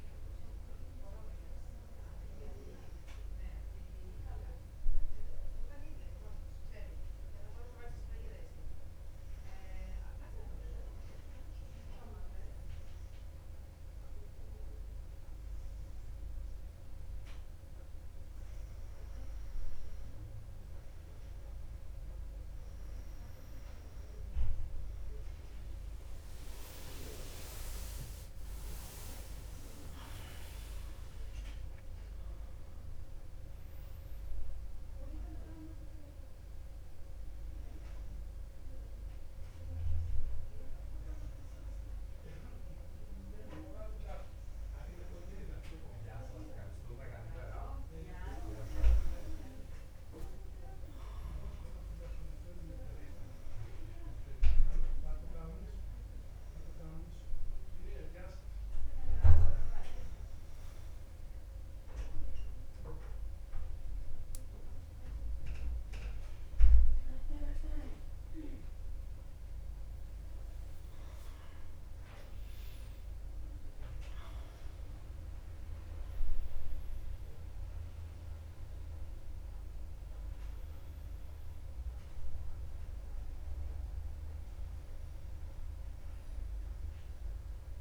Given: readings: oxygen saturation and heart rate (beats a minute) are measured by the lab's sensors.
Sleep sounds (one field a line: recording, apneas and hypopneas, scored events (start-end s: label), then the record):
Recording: breathing in sleep by a room microphone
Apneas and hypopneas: 2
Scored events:
8.50-19.50 s: hypopnea (oxygen 98% before, 95% lowest, heart rate 60 before, 58 extreme, up 3 after)
27.00-32.00 s: arousal
29.00-39.00 s: drop in pulse transit time (device-marked, heart rate 59 before, 64 extreme)
51.50-55.50 s: arousal
60.50-71.00 s: central apnea (oxygen 99% before, 96% lowest, heart rate 63 before, 59 extreme, up 3 after)
From the record:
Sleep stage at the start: N2 (light sleep)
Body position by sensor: on the back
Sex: female